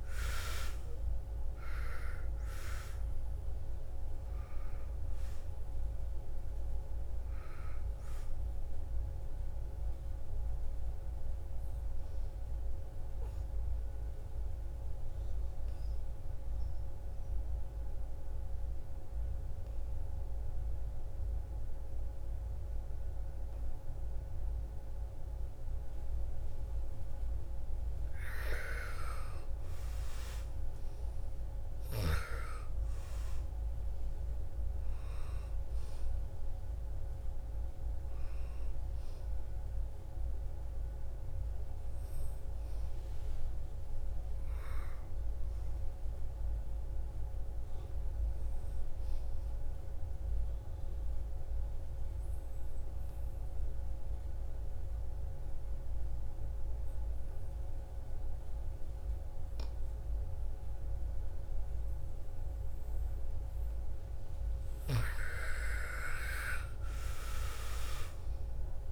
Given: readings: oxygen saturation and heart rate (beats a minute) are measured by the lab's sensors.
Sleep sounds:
breathing in sleep by a room microphone; 2
0.00-1.00 s: arousal
0.00-19.00 s: oxygen desaturation (device-marked, oxygen 84% lowest, heart rate 56 extreme)
9.50-27.00 s: obstructive apnea (oxygen 99% before, 84% lowest, heart rate 64 before, 56 extreme, up 12 after)
28.00-31.50 s: arousal
36.00-47.00 s: oxygen desaturation (device-marked, oxygen 98% before, 89% lowest, heart rate 60 before, 57 extreme)
49.00-63.50 s: obstructive apnea (oxygen 99% before, 82% lowest, heart rate 63 before, 57 extreme, up 10 after)
64.00-68.92 s: oxygen desaturation (device-marked, oxygen 98% before, 87% lowest, heart rate 60 before, 57 extreme)
64.50-68.00 s: arousal
From the record:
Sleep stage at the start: N2 (light sleep); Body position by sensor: on the back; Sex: female

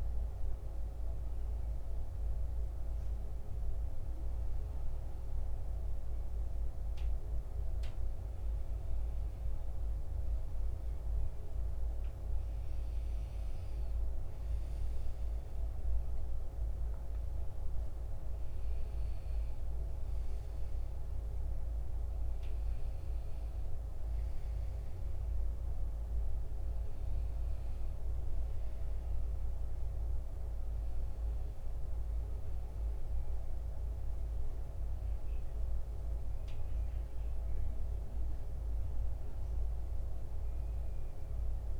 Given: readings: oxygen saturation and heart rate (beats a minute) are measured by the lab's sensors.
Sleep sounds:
breathing in sleep, hard to hear, by a room microphone; none
none scored
From the record:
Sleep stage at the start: N1 (lightest sleep); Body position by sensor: on the back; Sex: male

